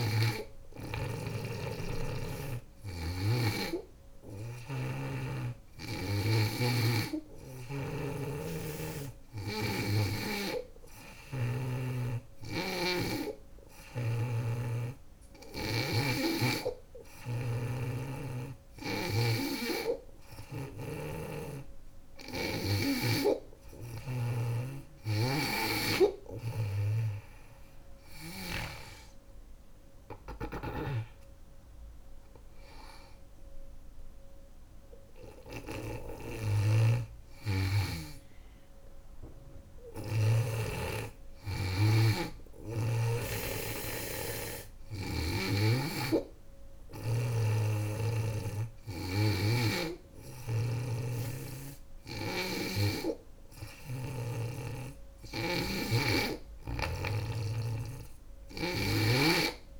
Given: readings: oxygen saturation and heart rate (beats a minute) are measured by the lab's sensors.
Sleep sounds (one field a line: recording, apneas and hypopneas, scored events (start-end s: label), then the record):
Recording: breathing in sleep by a room microphone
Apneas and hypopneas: none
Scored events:
6.00-9.50 s: snoring (device-marked)
11.50-15.00 s: snoring (device-marked)
24.50-28.00 s: snoring (device-marked)
30.00-33.00 s: arousal
49.50-53.50 s: snoring (device-marked)
From the record:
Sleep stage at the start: N2 (light sleep)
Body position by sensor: on the back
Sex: female